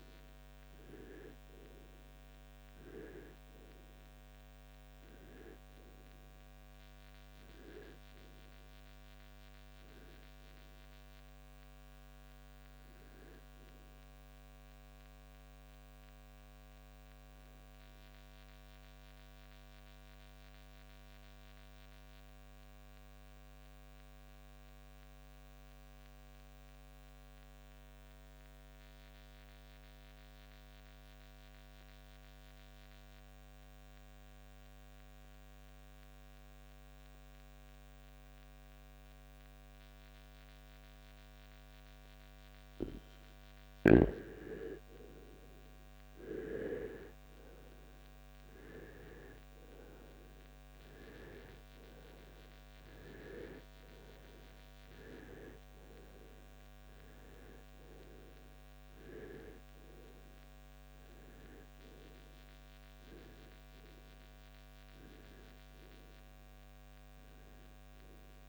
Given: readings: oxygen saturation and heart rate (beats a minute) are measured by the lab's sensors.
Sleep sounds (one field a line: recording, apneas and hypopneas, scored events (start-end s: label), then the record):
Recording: breathing in sleep by a microphone on the trachea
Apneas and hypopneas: 1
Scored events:
0.00-32.50 s: oxygen desaturation (device-marked, oxygen 84% lowest, heart rate 50 extreme)
18.00-43.00 s: mixed apnea (oxygen 95% before, 84% lowest, heart rate 74 before, 50 extreme, up 17 after)
44.00-48.50 s: arousal
54.50-68.49 s: oxygen desaturation (device-marked, oxygen 97% before, 85% lowest, heart rate 59 before, 56 extreme)
From the record:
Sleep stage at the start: REM sleep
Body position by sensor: on the right side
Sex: male